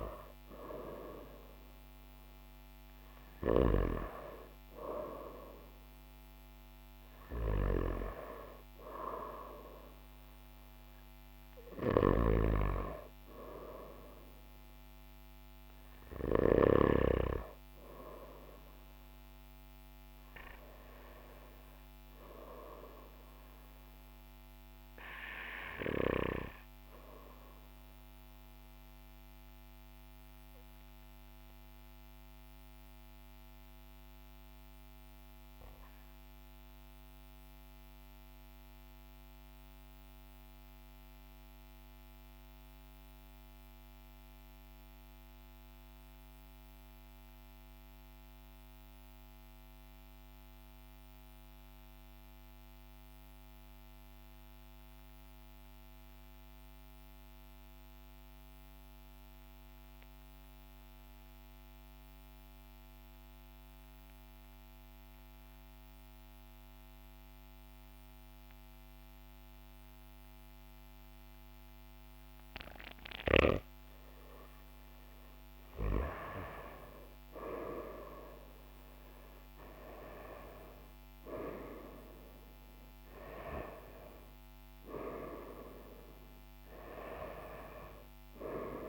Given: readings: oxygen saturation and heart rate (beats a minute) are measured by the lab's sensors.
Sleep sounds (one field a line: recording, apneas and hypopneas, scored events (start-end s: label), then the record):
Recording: breathing in sleep by a microphone on the trachea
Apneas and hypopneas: 1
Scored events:
0.00-1.00 s: arousal
11.00-16.00 s: snoring (device-marked)
30.50-73.50 s: obstructive apnea (oxygen 98% before, 91% lowest, heart rate 41 before, 39 extreme, up 3 after)
70.50-88.89 s: oxygen desaturation (device-marked, oxygen 98% before, 94% lowest, heart rate 40 before, 39 extreme)
75.50-80.50 s: arousal
From the record:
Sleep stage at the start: N2 (light sleep)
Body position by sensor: on the back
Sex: male